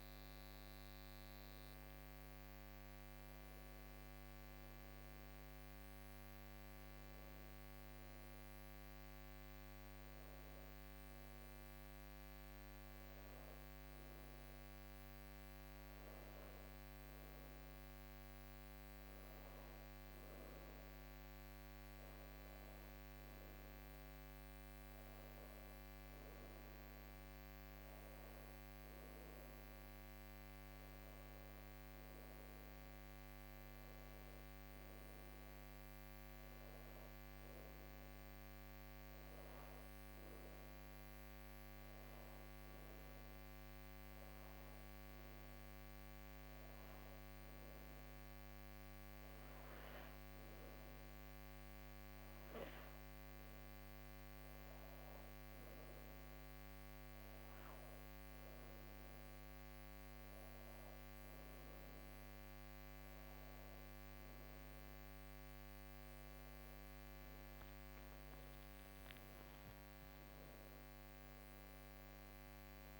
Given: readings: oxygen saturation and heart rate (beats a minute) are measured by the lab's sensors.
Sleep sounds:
breathing in sleep, hard to hear, by a microphone on the trachea; 1
43.00-59.00 s: hypopnea (oxygen 95% before, 93% lowest, heart rate 84 before, 82 extreme, up 2 after)
From the record:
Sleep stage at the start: N2 (light sleep); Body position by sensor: on the back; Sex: female

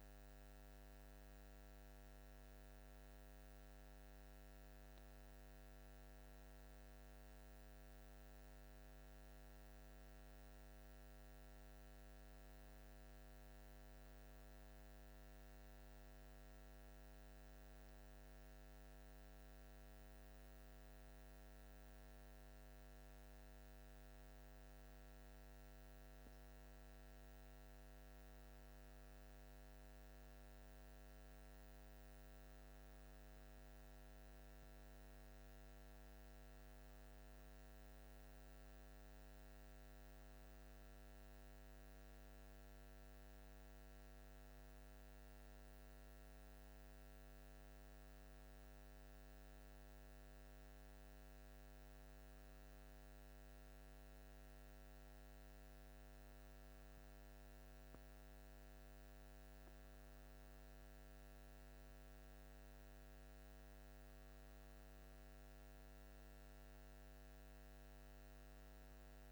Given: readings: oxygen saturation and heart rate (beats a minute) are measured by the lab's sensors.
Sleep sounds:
breathing in sleep, hard to hear, by a microphone on the trachea; none
none scored
From the record:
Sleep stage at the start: N1 (lightest sleep); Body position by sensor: on the back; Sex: male

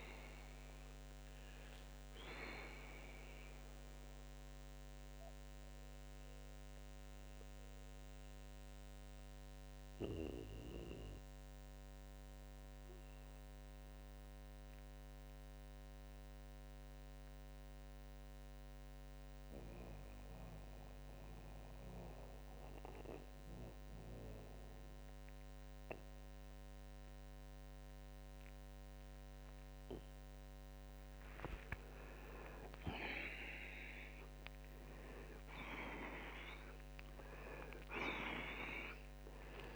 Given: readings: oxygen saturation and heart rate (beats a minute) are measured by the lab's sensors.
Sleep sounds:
breathing in sleep by a microphone on the trachea; 1
0.00-5.00 s: oxygen desaturation (device-marked, oxygen 93% lowest)
4.00-31.00 s: mixed apnea (oxygen 97% before, 83% lowest)
7.00-33.00 s: oxygen desaturation (device-marked, oxygen 94% before, 86% lowest)
34.00-38.50 s: arousal
From the record:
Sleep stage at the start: N2 (light sleep); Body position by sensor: on the back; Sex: male

